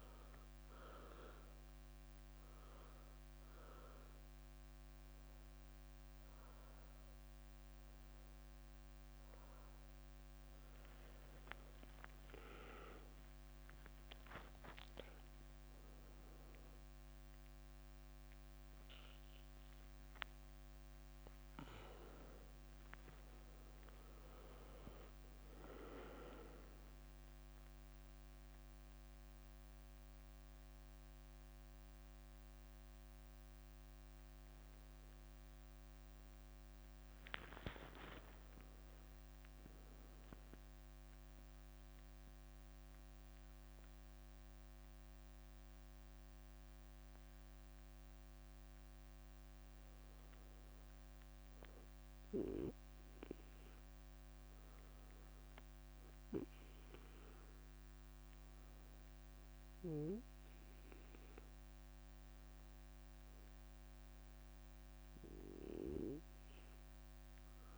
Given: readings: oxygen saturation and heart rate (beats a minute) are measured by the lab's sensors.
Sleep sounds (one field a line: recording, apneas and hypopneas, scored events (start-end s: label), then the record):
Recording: breathing in sleep by a microphone on the trachea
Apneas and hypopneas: none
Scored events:
10.50-14.50 s: leg movement (device-marked)
13.00-15.00 s: long interval between heartbeats (device-marked, heart rate 71 before, 83 extreme)
13.00-17.50 s: arousal
32.00-39.50 s: leg movement (device-marked)
37.00-39.00 s: long interval between heartbeats (device-marked, heart rate 75 before, 76 extreme)
42.00-43.50 s: leg movement (device-marked)
49.50-53.50 s: leg movement (device-marked)
53.50-57.00 s: leg movement (device-marked)
From the record:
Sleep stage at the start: N1 (lightest sleep)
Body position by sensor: on the back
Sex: female